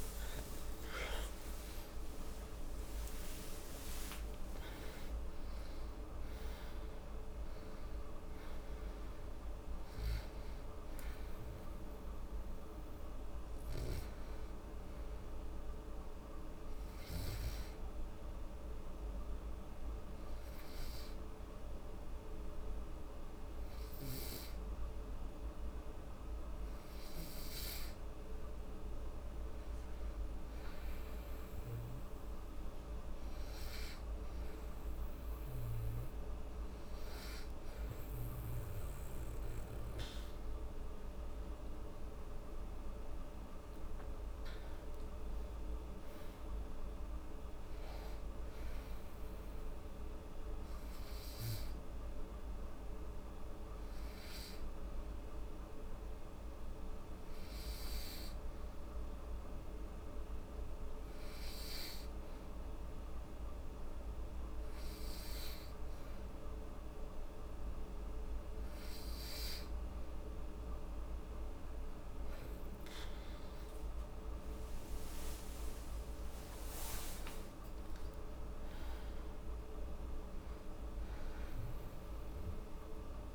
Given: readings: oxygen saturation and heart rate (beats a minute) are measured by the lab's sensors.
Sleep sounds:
a person partly awake in a sleep study, hard to hear, by a room microphone; 2
7.00-83.35 s: new sleep stage, N2 (light sleep)
18.00-29.00 s: hypopnea (oxygen 97% before, 92% lowest, heart rate 104 before, 70 extreme, up 6 after)
30.50-33.50 s: arousal
35.00-48.00 s: oxygen desaturation (device-marked, oxygen 97% before, 93% lowest, heart rate 73 before, 71 extreme)
42.00-45.50 s: arousal
50.50-67.50 s: hypopnea (oxygen 97% before, 92% lowest, heart rate 77 before, 71 extreme, up 5 after)
70.00-83.35 s: oxygen desaturation (device-marked, oxygen 96% before, 92% lowest, heart rate 73 before, 70 extreme)
74.50-79.50 s: arousal
From the record:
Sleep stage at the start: awake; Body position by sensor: on the back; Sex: female

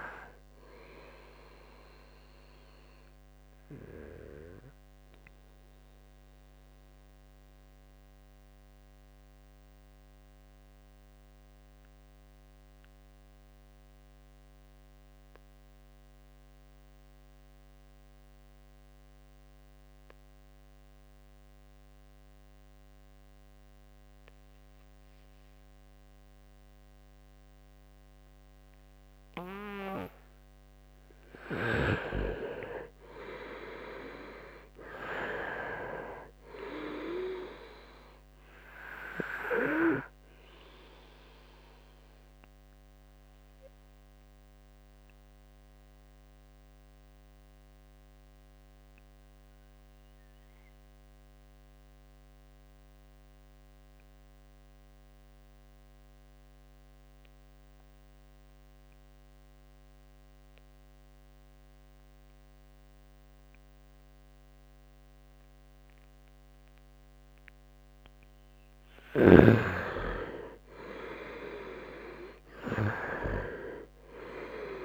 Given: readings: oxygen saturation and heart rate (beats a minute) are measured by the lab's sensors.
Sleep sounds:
breathing in sleep by a microphone on the trachea; 2
0.00-20.00 s: oxygen desaturation (device-marked, oxygen 85% lowest, heart rate 61 extreme)
2.00-29.00 s: obstructive apnea (oxygen 98% before, 84% lowest, heart rate 68 before, 61 extreme, up 4 after)
31.00-36.00 s: arousal
32.00-58.00 s: oxygen desaturation (device-marked, oxygen 99% before, 84% lowest, heart rate 64 before, 65 extreme)
41.00-68.00 s: obstructive apnea (oxygen 99% before, 84% lowest, heart rate 66 before, 63 extreme, up 4 after)
69.50-73.00 s: arousal
70.00-74.85 s: oxygen desaturation (device-marked, oxygen 98% before, 84% lowest, heart rate 67 before, 62 extreme)
From the record:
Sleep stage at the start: N2 (light sleep); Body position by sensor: on the right side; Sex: male

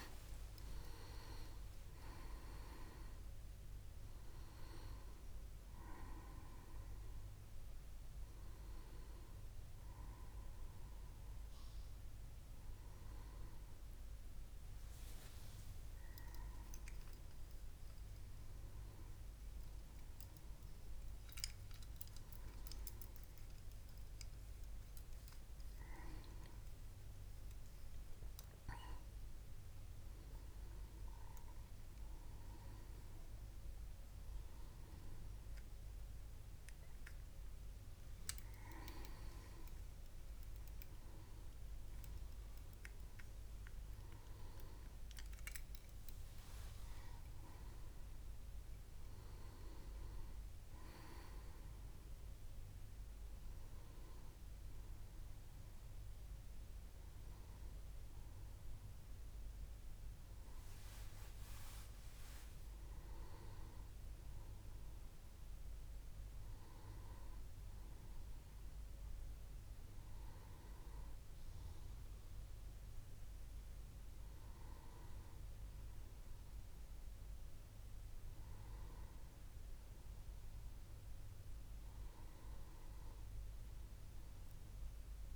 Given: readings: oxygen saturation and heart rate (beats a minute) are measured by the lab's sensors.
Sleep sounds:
breathing in sleep by a room microphone; none
0.50-17.50 s: oxygen desaturation (device-marked, oxygen 97% before, 93% lowest, heart rate 74 before, 68 extreme)
55.50-85.35 s: new sleep stage, N2 (light sleep)
From the record:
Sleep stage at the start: N1 (lightest sleep); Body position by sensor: on the back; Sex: male

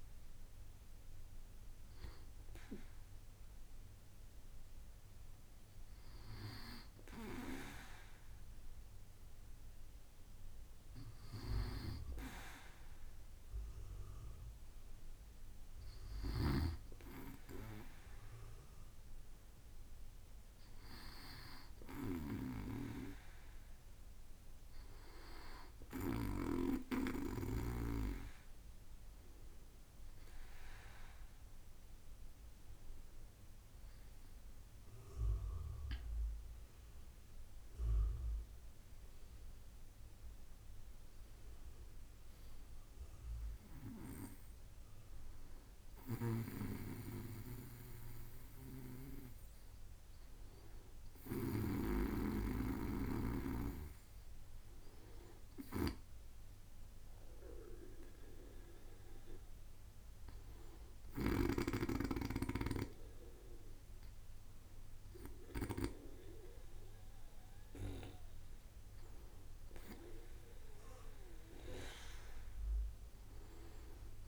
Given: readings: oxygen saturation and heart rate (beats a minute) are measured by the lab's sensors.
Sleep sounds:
breathing in sleep by a room microphone; none
31.00-36.00 s: arousal
From the record:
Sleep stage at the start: N2 (light sleep); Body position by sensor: on the back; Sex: male

